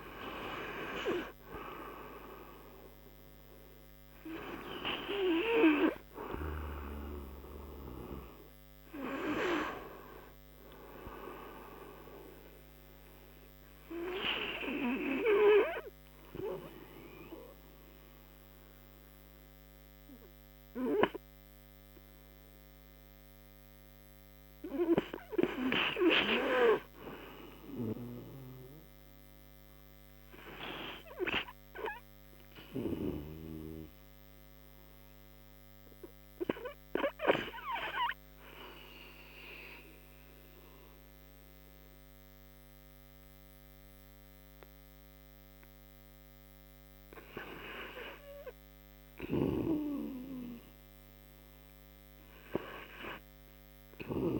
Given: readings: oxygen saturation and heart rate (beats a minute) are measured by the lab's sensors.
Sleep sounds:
breathing in sleep by a microphone on the trachea; 1
3.00-21.00 s: oxygen desaturation (device-marked, oxygen 94% before, 90% lowest)
23.50-26.50 s: arousal
30.00-45.50 s: obstructive apnea (oxygen 98% before, 80% lowest)
35.00-43.00 s: oxygen desaturation (device-marked, oxygen 98% before, 94% lowest)
48.00-51.50 s: arousal
50.00-54.39 s: new sleep stage, REM sleep
52.00-54.39 s: oxygen desaturation (device-marked, oxygen 95% before, 86% lowest)
From the record:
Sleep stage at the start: N2 (light sleep); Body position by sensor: on the right side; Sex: male

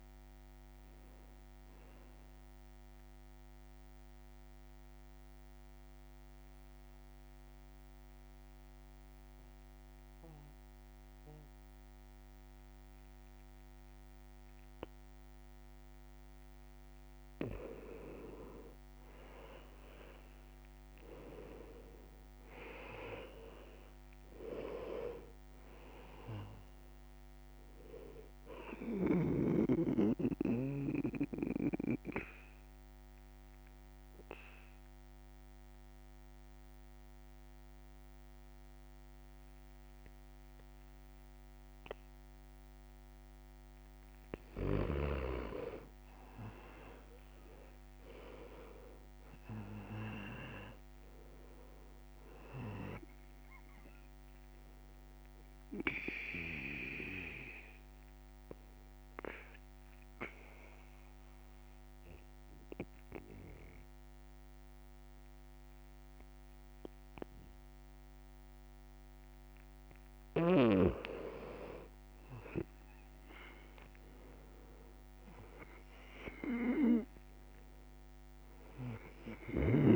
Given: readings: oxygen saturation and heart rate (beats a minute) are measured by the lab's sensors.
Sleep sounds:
breathing in sleep by a microphone on the trachea; 3
0.00-20.50 s: oxygen desaturation (device-marked, oxygen 88% lowest, heart rate 64 extreme)
3.50-17.00 s: mixed apnea (oxygen 98% before, 88% lowest, heart rate 74 before, 66 extreme, up 3 after)
20.50-24.00 s: arousal
29.50-44.50 s: obstructive apnea (oxygen 98% before, 89% lowest, heart rate 68 before, 64 extreme, up 7 after)
31.50-46.50 s: oxygen desaturation (device-marked, oxygen 98% before, 89% lowest, heart rate 68 before, 64 extreme)
47.00-51.00 s: arousal
57.50-70.00 s: obstructive apnea (oxygen 98% before, 89% lowest, heart rate 68 before, 67 extreme, up 4 after)
57.50-75.50 s: oxygen desaturation (device-marked, oxygen 98% before, 89% lowest, heart rate 68 before, 67 extreme)
75.00-79.00 s: arousal
From the record:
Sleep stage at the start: N2 (light sleep); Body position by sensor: on the back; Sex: male

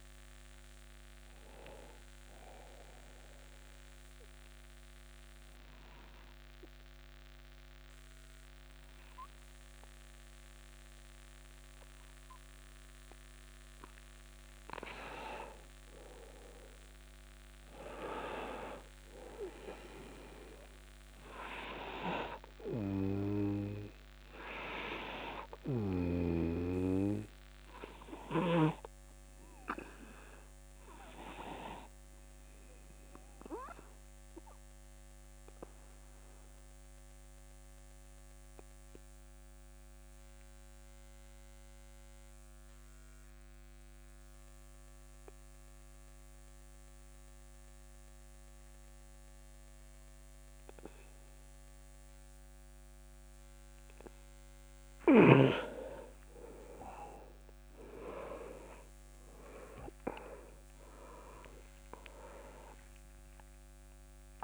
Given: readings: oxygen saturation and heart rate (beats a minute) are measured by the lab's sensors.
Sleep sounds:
breathing in sleep by a microphone on the trachea; 2
2.50-14.50 s: obstructive apnea (oxygen 99% before, 94% lowest, heart rate 42 before, 26 extreme, up 7 after)
17.00-21.50 s: arousal
23.50-43.50 s: oxygen desaturation (device-marked, oxygen 99% before, 95% lowest, heart rate 30 before, 27 extreme)
31.50-64.44 s: new sleep stage, N2 (light sleep)
33.00-54.50 s: obstructive apnea (oxygen 99% before, 91% lowest)
57.00-61.50 s: arousal
From the record:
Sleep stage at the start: N1 (lightest sleep); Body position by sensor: on the back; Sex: male

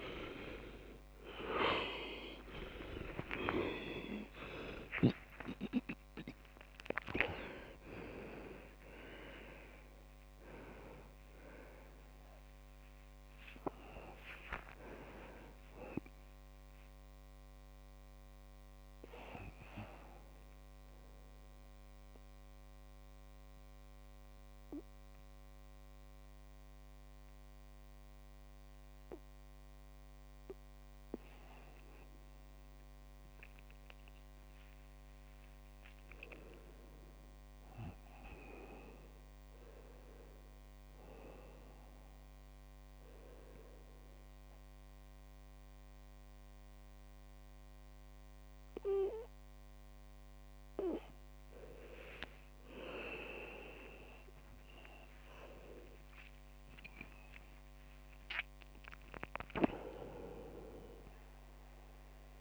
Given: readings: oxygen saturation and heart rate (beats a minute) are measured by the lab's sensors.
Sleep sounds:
a person partly awake in a sleep study, by a microphone on the trachea; 1
22.50-62.41 s: new sleep stage, N1 (lightest sleep)
23.00-34.50 s: central apnea (oxygen 96% before, 95% lowest, heart rate 106 before, 62 extreme, up 6 after)
35.50-39.00 s: arousal
53.50-57.50 s: arousal
From the record:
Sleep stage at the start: awake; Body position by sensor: on the right side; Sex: male

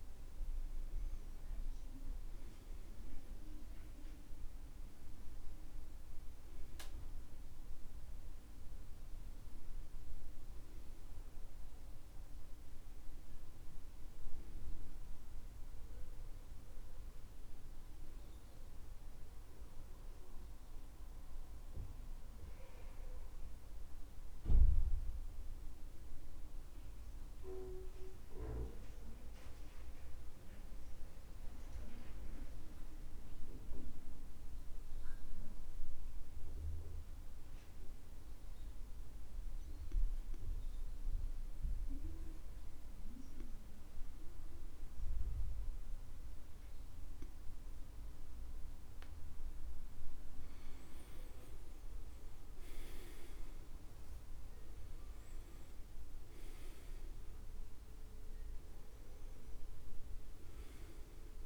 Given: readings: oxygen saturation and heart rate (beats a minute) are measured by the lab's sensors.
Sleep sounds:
breathing in sleep by a room microphone; 1
0.00-30.00 s: oxygen desaturation (device-marked, oxygen 89% lowest, heart rate 62 extreme)
20.50-25.00 s: arousal
28.50-49.50 s: obstructive apnea (oxygen 94% before, 87% lowest, heart rate 69 before, 62 extreme, up 12 after)
50.00-61.46 s: oxygen desaturation (device-marked, oxygen 97% before, 87% lowest, heart rate 64 before, 61 extreme)
52.00-55.00 s: arousal
59.00-61.46 s: new sleep stage, N1 (lightest sleep)
From the record:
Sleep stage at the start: N2 (light sleep); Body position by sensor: on the back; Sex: male

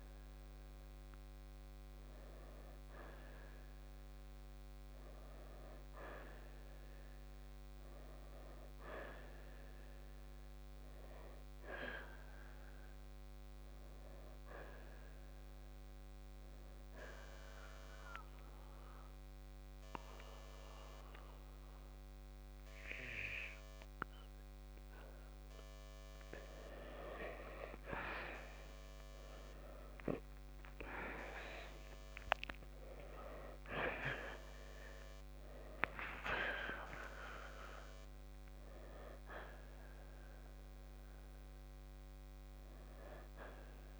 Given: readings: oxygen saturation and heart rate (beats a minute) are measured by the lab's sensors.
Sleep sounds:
breathing in sleep by a microphone on the trachea; 1
0.00-7.50 s: oxygen desaturation (device-marked, oxygen 87% lowest, heart rate 59 extreme)
12.00-15.00 s: arousal
17.00-27.00 s: mixed apnea (oxygen 95% before, 84% lowest, heart rate 65 before, 62 extreme, up 6 after)
29.00-34.00 s: arousal
37.50-44.00 s: oxygen desaturation (device-marked, oxygen 92% before, 84% lowest, heart rate 65 before, 61 extreme)
From the record:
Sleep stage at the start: N2 (light sleep); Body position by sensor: on the right side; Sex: male

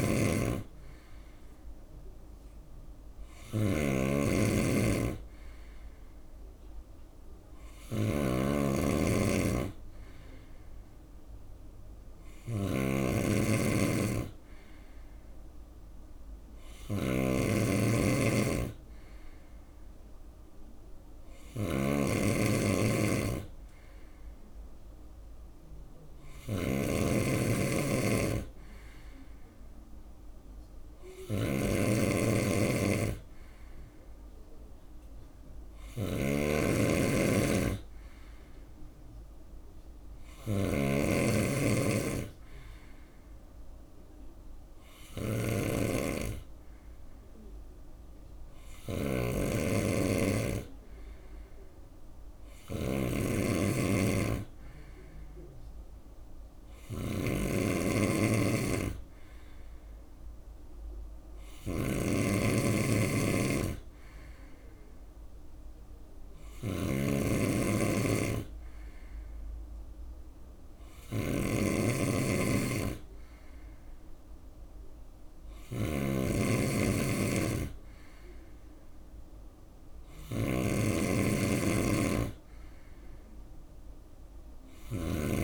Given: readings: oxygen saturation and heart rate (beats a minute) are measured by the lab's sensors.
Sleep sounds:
breathing in sleep by a room microphone; none
0.00-85.44 s: snoring (device-marked)
From the record:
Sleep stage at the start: N2 (light sleep); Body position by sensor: on the right side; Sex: male

